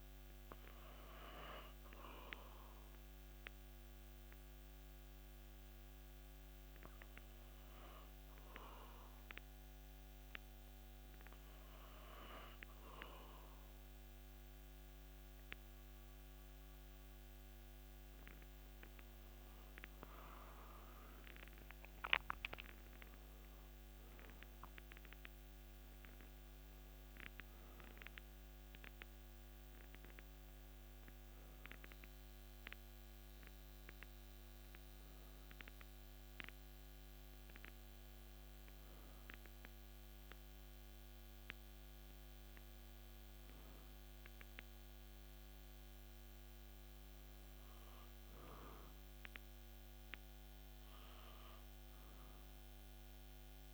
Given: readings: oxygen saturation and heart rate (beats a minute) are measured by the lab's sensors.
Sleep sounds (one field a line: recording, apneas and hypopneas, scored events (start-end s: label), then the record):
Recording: breathing in sleep by a microphone on the trachea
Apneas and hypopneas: 1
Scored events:
4.00-18.00 s: hypopnea (oxygen 95% before, 94% lowest)
21.00-24.50 s: arousal
From the record:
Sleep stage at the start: N2 (light sleep)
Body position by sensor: on the back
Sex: male